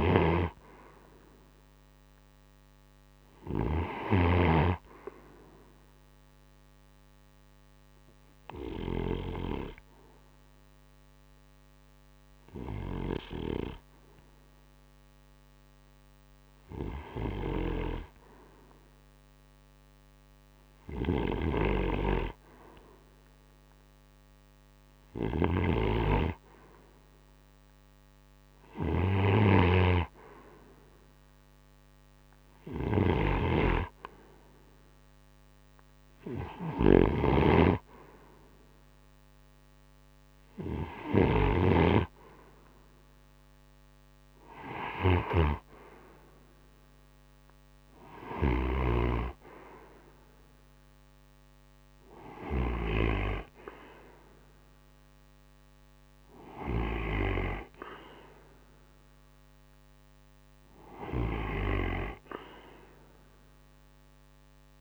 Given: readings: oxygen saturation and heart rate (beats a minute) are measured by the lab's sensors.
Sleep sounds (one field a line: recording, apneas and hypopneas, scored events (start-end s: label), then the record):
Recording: breathing in sleep by a microphone on the trachea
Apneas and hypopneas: 1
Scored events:
0.00-2.00 s: arousal
0.00-3.00 s: snoring (device-marked)
6.00-18.50 s: hypopnea (oxygen 94% before, 88% lowest, heart rate 58 before, 50 extreme, up 0 after)
20.00-52.00 s: snoring (device-marked)
21.50-25.50 s: arousal
25.50-40.50 s: oxygen desaturation (device-marked, oxygen 93% before, 88% lowest, heart rate 59 before, 50 extreme)
From the record:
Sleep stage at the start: N2 (light sleep)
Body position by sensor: on the right side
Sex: male